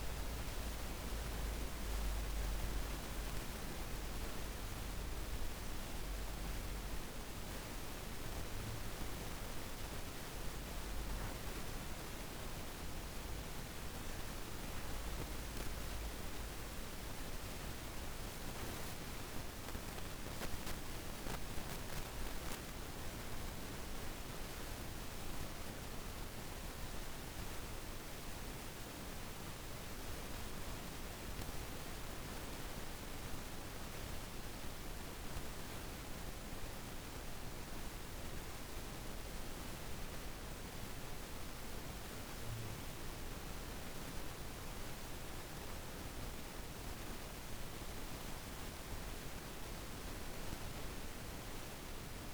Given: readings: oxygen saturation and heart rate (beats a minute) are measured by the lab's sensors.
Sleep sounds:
breathing in sleep, hard to hear, by a room microphone; 1
0.00-13.50 s: oxygen desaturation (device-marked, oxygen 91% lowest, heart rate 54 extreme)
13.50-23.50 s: hypopnea (oxygen 96% before, 90% lowest, heart rate 55 before, 54 extreme, up 4 after)
24.50-43.50 s: oxygen desaturation (device-marked, oxygen 96% before, 90% lowest, heart rate 55 before, 53 extreme)
25.50-29.50 s: arousal
47.50-52.34 s: new sleep stage, N1 (lightest sleep)
From the record:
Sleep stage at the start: N2 (light sleep); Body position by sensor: on the back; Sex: female

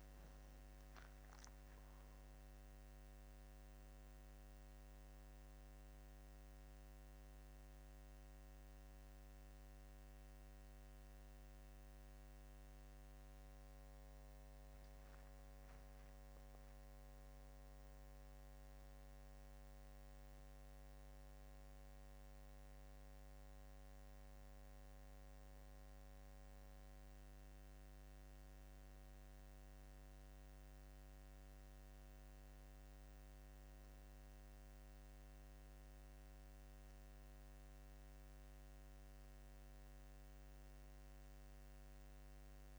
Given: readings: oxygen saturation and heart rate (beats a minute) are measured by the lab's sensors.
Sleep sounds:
breathing in sleep, hard to hear, by a microphone on the trachea; none
0.00-1.50 s: arousal
From the record:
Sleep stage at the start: N2 (light sleep); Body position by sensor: on the back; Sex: male

